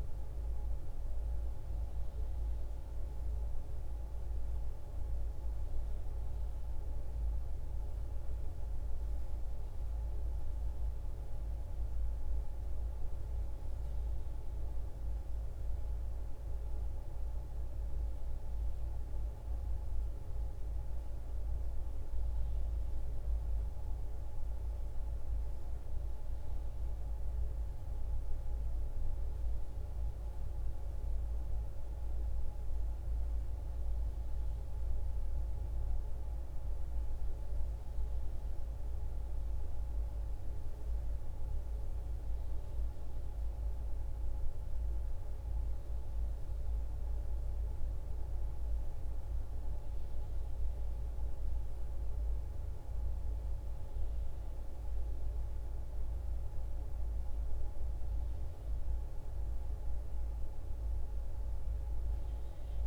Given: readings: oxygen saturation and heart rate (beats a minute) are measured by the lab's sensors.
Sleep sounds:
a person awake in a sleep study, hard to hear, by a room microphone; none
none scored
From the record:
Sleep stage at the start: awake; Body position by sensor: on the right side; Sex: female

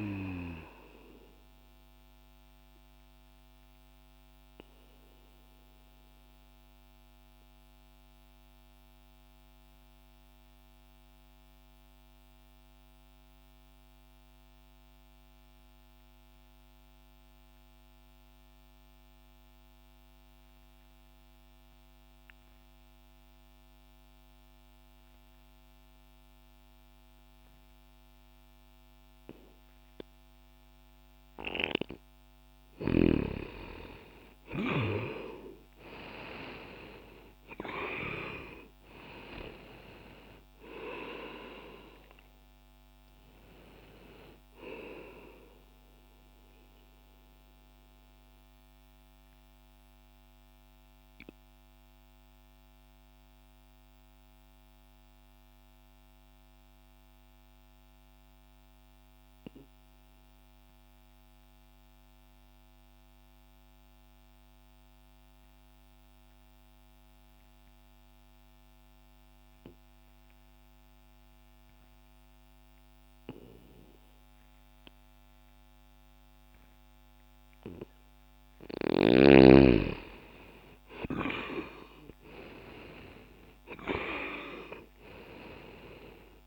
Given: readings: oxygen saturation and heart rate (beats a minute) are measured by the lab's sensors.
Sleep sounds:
breathing in sleep by a microphone on the trachea; 2
1.50-32.00 s: mixed apnea (oxygen 98% before, 83% lowest, heart rate 63 before, 60 extreme, up 20 after)
14.00-27.00 s: oxygen desaturation (device-marked, oxygen 94% before, 84% lowest, heart rate 60 before, 60 extreme)
29.00-52.00 s: oxygen desaturation (device-marked, oxygen 98% before, 90% lowest, heart rate 61 before, 60 extreme)
34.00-39.00 s: arousal
46.00-78.00 s: mixed apnea (oxygen 98% before, 83% lowest, heart rate 66 before, 60 extreme, up 34 after)
59.00-72.00 s: oxygen desaturation (device-marked, oxygen 91% before, 83% lowest, heart rate 60 before, 60 extreme)
80.00-84.50 s: arousal
80.00-86.47 s: oxygen desaturation (device-marked, oxygen 97% before, 91% lowest, heart rate 69 before, 60 extreme)
From the record:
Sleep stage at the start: N2 (light sleep); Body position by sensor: on the back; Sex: male

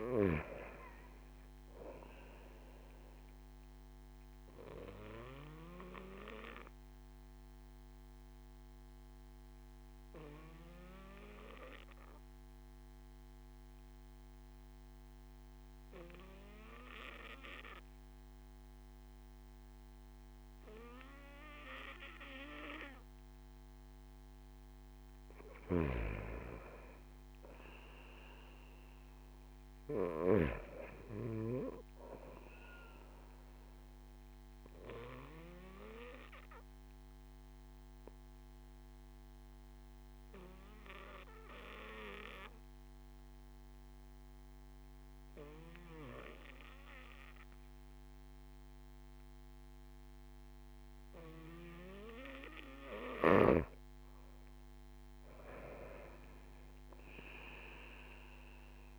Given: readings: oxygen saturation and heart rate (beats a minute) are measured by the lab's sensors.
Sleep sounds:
breathing in sleep by a microphone on the trachea; 2
0.00-17.00 s: oxygen desaturation (device-marked, oxygen 93% lowest)
5.00-24.50 s: obstructive apnea (oxygen 98% before, 93% lowest)
25.50-29.50 s: arousal
27.00-47.00 s: oxygen desaturation (device-marked, oxygen 97% before, 93% lowest)
35.50-51.50 s: obstructive apnea (oxygen 97% before, 92% lowest)
52.50-57.00 s: arousal
56.00-58.99 s: oxygen desaturation (device-marked, oxygen 97% before, 93% lowest)
From the record:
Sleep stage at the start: N2 (light sleep); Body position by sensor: on the back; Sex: male

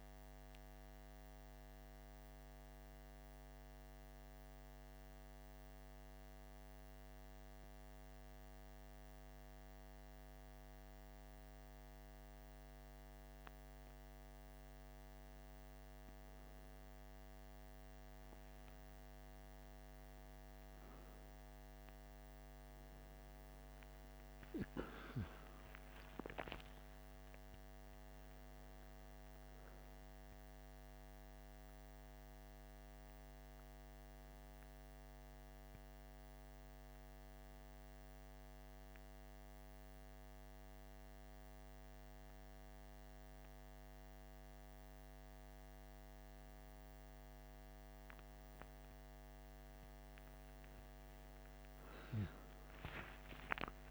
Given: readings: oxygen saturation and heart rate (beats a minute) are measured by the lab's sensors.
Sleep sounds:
breathing in sleep, hard to hear, by a microphone on the trachea; 2
2.50-16.00 s: obstructive apnea (oxygen 96% before, 94% lowest, heart rate 59 before, 55 extreme, up 3 after)
23.00-27.00 s: arousal
35.00-47.50 s: hypopnea (oxygen 97% before, 93% lowest, heart rate 60 before, 54 extreme, up 25 after)
51.00-53.91 s: arousal
From the record:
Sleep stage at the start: N2 (light sleep); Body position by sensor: on the back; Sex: male

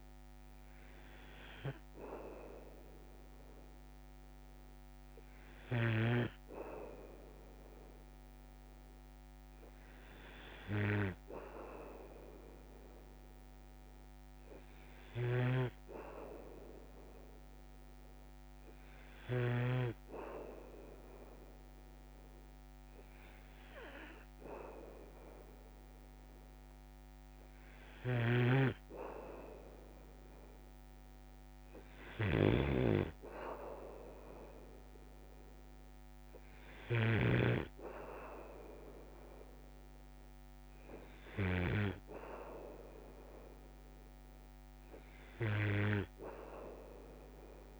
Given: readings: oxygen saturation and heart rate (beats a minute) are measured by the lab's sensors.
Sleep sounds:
breathing in sleep by a microphone on the trachea; none
15.00-19.50 s: snoring (device-marked)
28.00-42.00 s: snoring (device-marked)
From the record:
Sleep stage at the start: N2 (light sleep); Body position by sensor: on the back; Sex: male

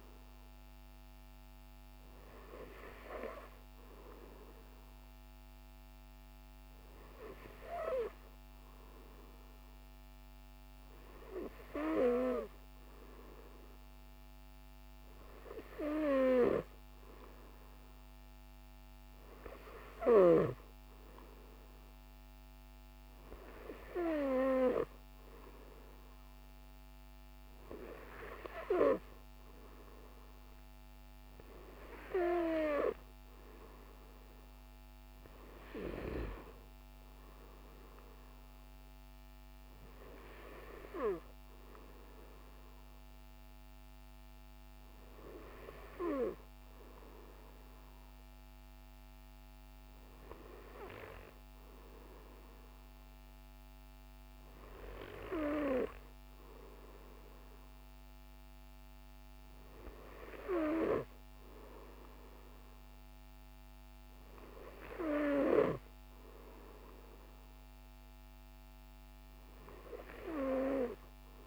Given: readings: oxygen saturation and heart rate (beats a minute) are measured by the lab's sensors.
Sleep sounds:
breathing in sleep by a microphone on the trachea; none
none scored
From the record:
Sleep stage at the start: N2 (light sleep); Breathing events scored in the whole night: 219 in 7.0 hours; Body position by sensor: on the right side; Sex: male

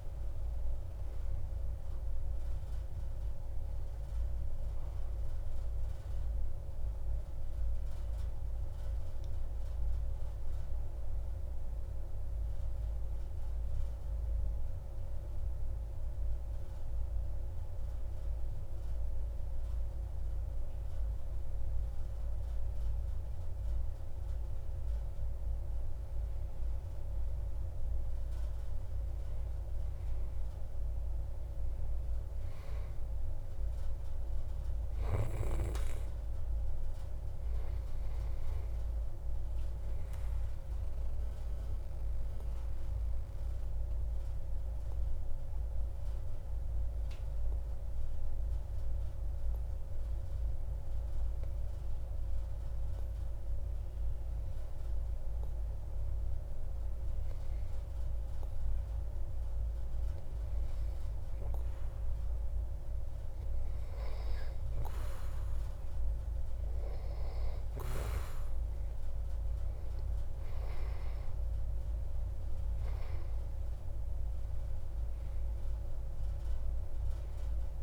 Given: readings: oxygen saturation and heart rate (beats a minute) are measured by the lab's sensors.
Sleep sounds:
breathing in sleep, hard to hear, by a room microphone; 2
0.00-8.00 s: oxygen desaturation (device-marked, oxygen 93% lowest)
8.00-25.50 s: central apnea (oxygen 96% before, 91% lowest)
28.00-32.50 s: arousal
33.00-54.00 s: oxygen desaturation (device-marked, oxygen 96% before, 93% lowest)
42.00-63.50 s: mixed apnea (oxygen 96% before, 91% lowest)
66.50-71.00 s: arousal
68.00-77.83 s: oxygen desaturation (device-marked, oxygen 96% before, 91% lowest)
From the record:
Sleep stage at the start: N2 (light sleep); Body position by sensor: on the back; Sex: male

